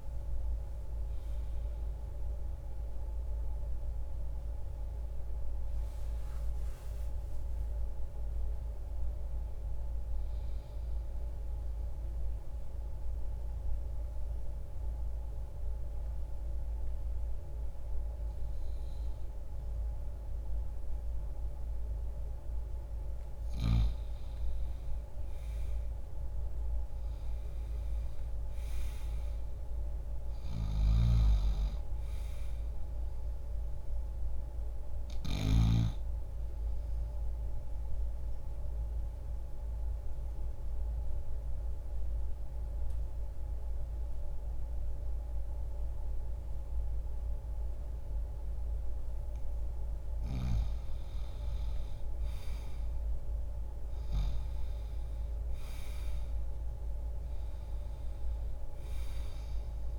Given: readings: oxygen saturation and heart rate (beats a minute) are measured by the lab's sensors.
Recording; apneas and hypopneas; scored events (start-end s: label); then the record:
a person partly awake in a sleep study, hard to hear, by a room microphone; 2
3.00-59.99 s: new sleep stage, N2 (light sleep)
10.50-23.00 s: mixed apnea (oxygen 99% before, 85% lowest, heart rate 31 before, 61 extreme, up 8 after)
22.00-51.00 s: oxygen desaturation (device-marked, oxygen 98% before, 85% lowest, heart rate 51 before, 60 extreme)
24.50-27.50 s: arousal
30.50-35.50 s: snoring (device-marked)
36.50-49.00 s: mixed apnea (oxygen 99% before, 85% lowest, heart rate 67 before, 60 extreme, up 0 after)
51.50-55.50 s: arousal
From the record:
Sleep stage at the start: awake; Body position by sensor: on the back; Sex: male